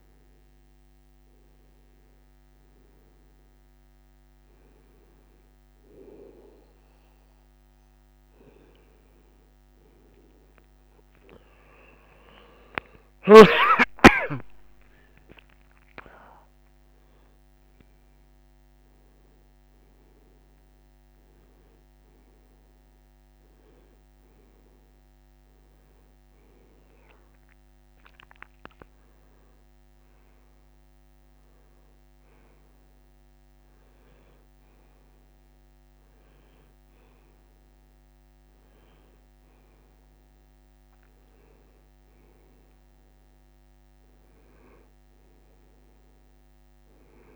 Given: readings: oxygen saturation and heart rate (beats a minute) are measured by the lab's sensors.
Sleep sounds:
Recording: breathing in sleep by a microphone on the trachea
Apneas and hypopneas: none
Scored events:
13.00-17.50 s: arousal
From the record:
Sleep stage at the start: N1 (lightest sleep)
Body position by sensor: on the right side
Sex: male

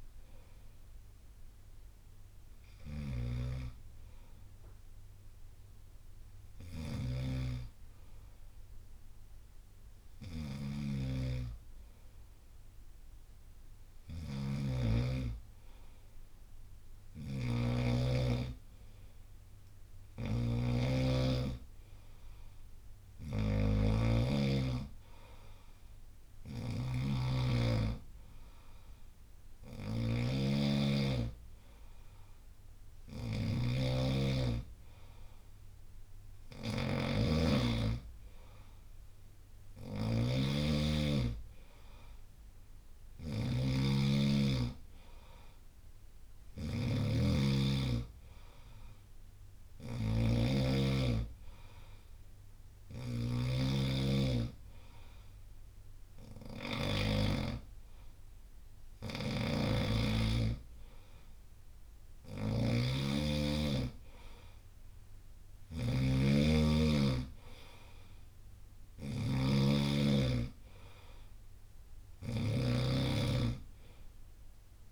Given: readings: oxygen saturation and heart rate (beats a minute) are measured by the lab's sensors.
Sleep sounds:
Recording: breathing in sleep by a room microphone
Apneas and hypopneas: 1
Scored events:
2.50-14.50 s: snoring (device-marked)
16.50-56.50 s: snoring (device-marked)
39.50-41.50 s: long interval between heartbeats (device-marked, heart rate 66 before, 68 extreme)
52.00-62.00 s: hypopnea (oxygen 93% before, 90% lowest, heart rate 68 before, 63 extreme, up 0 after)
58.50-74.92 s: snoring (device-marked)
66.50-70.50 s: arousal
From the record:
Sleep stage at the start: N2 (light sleep)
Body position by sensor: on the right side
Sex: male

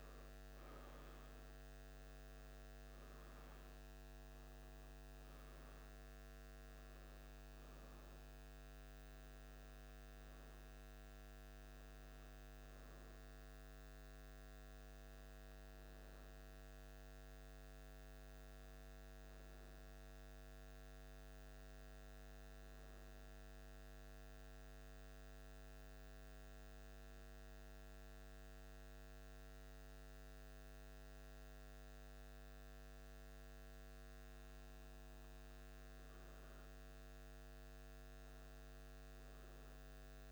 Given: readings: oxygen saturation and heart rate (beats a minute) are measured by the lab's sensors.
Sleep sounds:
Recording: breathing in sleep, hard to hear, by a microphone on the trachea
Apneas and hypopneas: 1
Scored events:
16.50-19.50 s: arousal
22.50-35.00 s: obstructive apnea (oxygen 96% before, 93% lowest, heart rate 77 before, 76 extreme, up 1 after)
37.00-40.32 s: arousal
From the record:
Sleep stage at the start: N1 (lightest sleep)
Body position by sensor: on the back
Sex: male

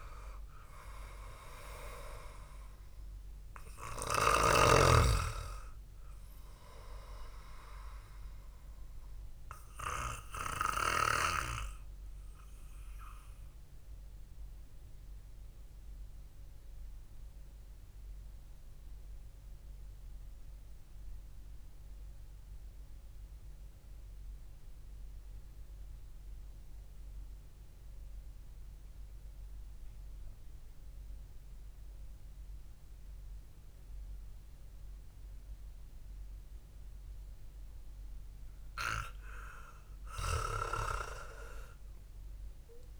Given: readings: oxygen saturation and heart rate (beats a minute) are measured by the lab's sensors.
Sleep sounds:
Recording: breathing in sleep by a room microphone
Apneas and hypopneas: 1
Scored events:
0.00-1.00 s: arousal
0.00-9.00 s: oxygen desaturation (device-marked, oxygen 93% lowest, heart rate 62 extreme)
11.00-38.50 s: mixed apnea (oxygen 99% before, 92% lowest, heart rate 68 before, 64 extreme, up 6 after)
40.50-43.00 s: arousal
42.00-43.00 s: oxygen desaturation (device-marked, oxygen 98% before, 93% lowest, heart rate 69 before, 66 extreme)
From the record:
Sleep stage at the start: REM sleep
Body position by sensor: on the back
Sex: male

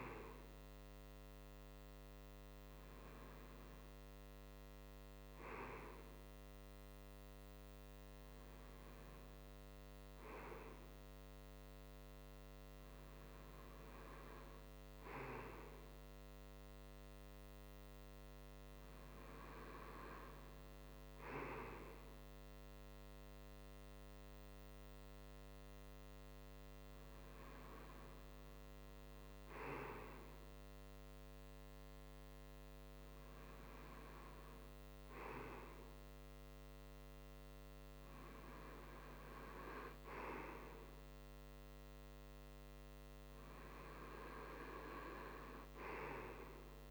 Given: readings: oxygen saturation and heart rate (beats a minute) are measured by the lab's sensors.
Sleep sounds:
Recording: breathing in sleep by a microphone on the trachea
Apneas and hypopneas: none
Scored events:
none scored
From the record:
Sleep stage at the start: REM sleep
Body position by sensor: on the front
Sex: male

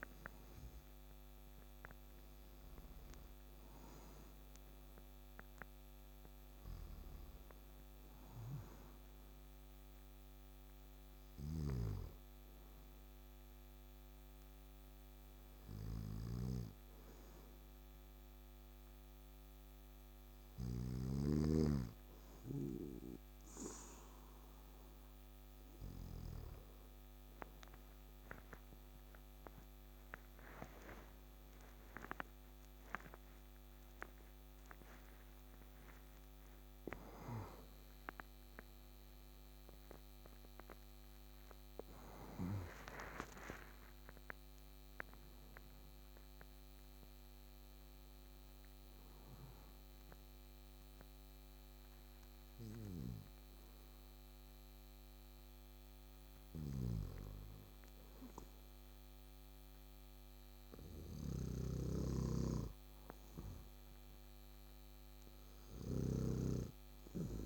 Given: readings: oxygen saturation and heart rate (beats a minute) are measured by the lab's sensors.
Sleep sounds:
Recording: breathing in sleep by a microphone on the trachea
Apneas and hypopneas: none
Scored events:
0.00-20.50 s: oxygen desaturation (device-marked, oxygen 88% lowest, heart rate 63 extreme)
11.00-21.00 s: snoring (device-marked)
38.50-42.00 s: arousal
61.00-66.00 s: snoring (device-marked)
From the record:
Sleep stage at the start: N2 (light sleep)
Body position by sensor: on the back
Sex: male

